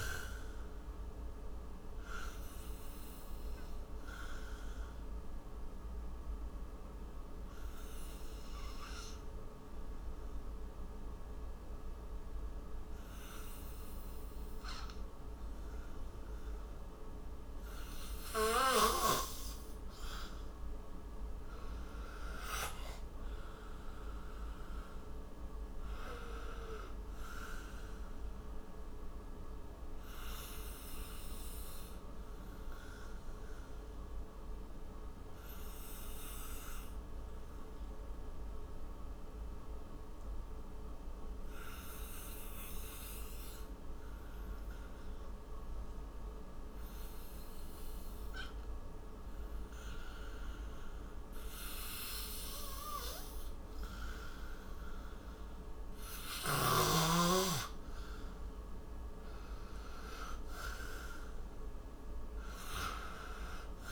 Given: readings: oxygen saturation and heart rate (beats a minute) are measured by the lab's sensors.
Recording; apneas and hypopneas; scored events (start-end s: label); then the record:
breathing in sleep by a room microphone; 2
0.00-16.50 s: oxygen desaturation (device-marked, oxygen 90% lowest, heart rate 56 extreme)
1.50-18.50 s: obstructive apnea (oxygen 96% before, 86% lowest, heart rate 64 before, 57 extreme, up 19 after)
20.50-23.50 s: arousal
24.50-49.50 s: oxygen desaturation (device-marked, oxygen 95% before, 90% lowest, heart rate 62 before, 56 extreme)
29.50-55.50 s: obstructive apnea (oxygen 95% before, 86% lowest, heart rate 65 before, 56 extreme, up 23 after)
58.50-61.00 s: arousal
58.50-63.92 s: oxygen desaturation (device-marked, oxygen 99% before, 86% lowest, heart rate 61 before, 56 extreme)
From the record:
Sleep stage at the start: N2 (light sleep); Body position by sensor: on the right side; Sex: male